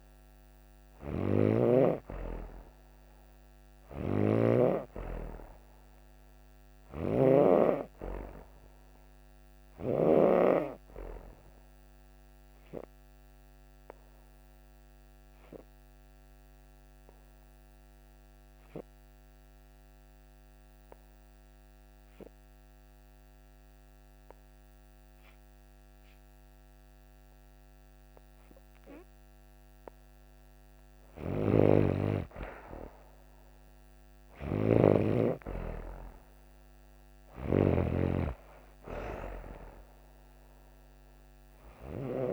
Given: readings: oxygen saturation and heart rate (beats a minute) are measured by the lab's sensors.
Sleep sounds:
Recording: breathing in sleep by a microphone on the trachea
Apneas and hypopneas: 1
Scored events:
0.00-4.50 s: snoring (device-marked)
6.50-10.00 s: snoring (device-marked)
13.00-30.00 s: obstructive apnea (oxygen 96% before, 91% lowest)
14.50-32.50 s: oxygen desaturation (device-marked, oxygen 95% before, 92% lowest)
31.00-42.00 s: snoring (device-marked)
32.50-36.00 s: arousal
From the record:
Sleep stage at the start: N2 (light sleep)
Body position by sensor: on the back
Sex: female

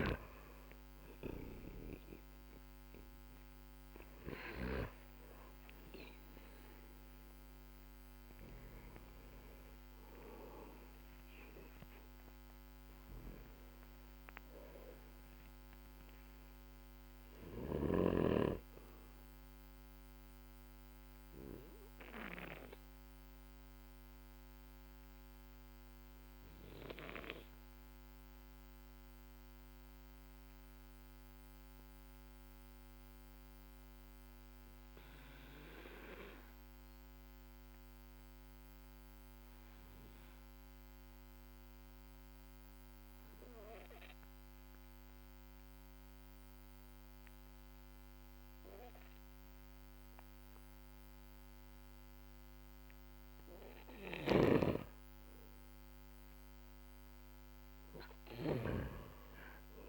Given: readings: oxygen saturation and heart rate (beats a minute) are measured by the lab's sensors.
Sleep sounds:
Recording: breathing in sleep by a microphone on the trachea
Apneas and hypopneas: 1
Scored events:
2.00-7.50 s: arousal
15.50-21.00 s: arousal
23.50-54.00 s: mixed apnea (oxygen 98% before, 93% lowest, heart rate 60 before, 49 extreme, up 18 after)
53.50-59.89 s: snoring (device-marked)
57.50-59.89 s: oxygen desaturation (device-marked, oxygen 99% before, 95% lowest, heart rate 54 before, 48 extreme)
From the record:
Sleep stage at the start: N2 (light sleep)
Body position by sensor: on the back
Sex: male

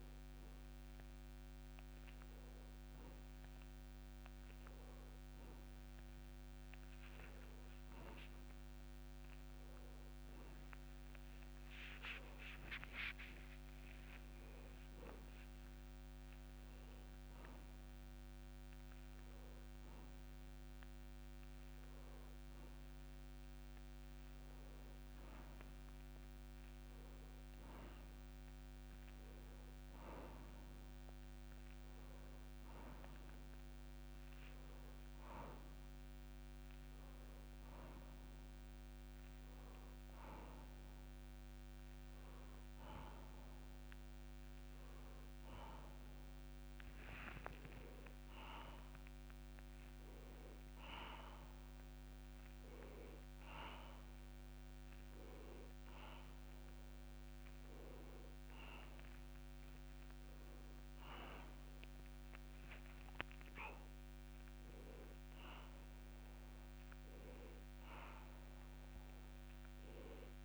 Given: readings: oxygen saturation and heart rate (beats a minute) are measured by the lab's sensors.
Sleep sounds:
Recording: a person awake in a sleep study, by a microphone on the trachea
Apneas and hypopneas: none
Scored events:
65.50-70.44 s: new sleep stage, N1 (lightest sleep)
From the record:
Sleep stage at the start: awake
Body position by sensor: on the back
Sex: male

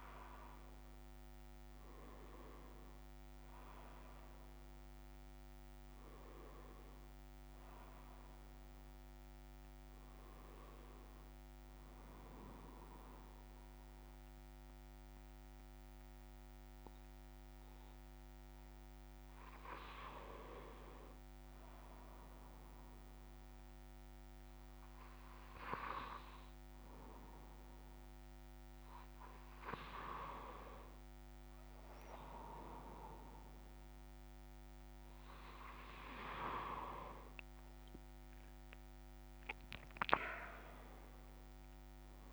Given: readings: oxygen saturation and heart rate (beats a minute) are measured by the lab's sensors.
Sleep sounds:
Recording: breathing in sleep by a microphone on the trachea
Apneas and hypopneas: none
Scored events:
none scored
From the record:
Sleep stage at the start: N2 (light sleep)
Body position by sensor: on the back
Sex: male

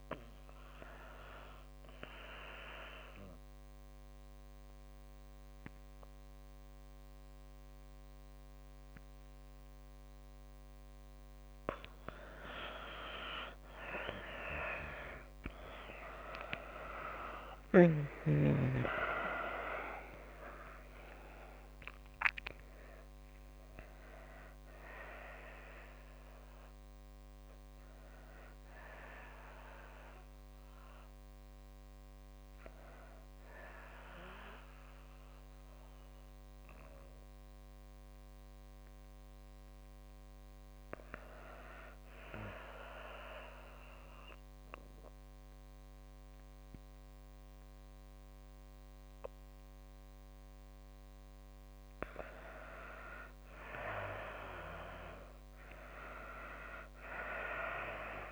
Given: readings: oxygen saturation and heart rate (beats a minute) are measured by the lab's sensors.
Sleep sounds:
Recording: breathing in sleep by a microphone on the trachea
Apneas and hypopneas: 2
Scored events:
1.50-11.50 s: obstructive apnea (oxygen 93% before, 85% lowest)
13.00-58.32 s: new sleep stage, N2 (light sleep)
14.50-18.50 s: arousal
18.00-50.00 s: oxygen desaturation (device-marked, oxygen 91% before, 85% lowest)
42.50-53.00 s: obstructive apnea (oxygen 91% before, 85% lowest)
54.00-57.00 s: arousal
57.00-58.32 s: oxygen desaturation (device-marked, oxygen 96% before, 86% lowest)
From the record:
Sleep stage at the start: N1 (lightest sleep)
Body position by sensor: on the back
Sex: female

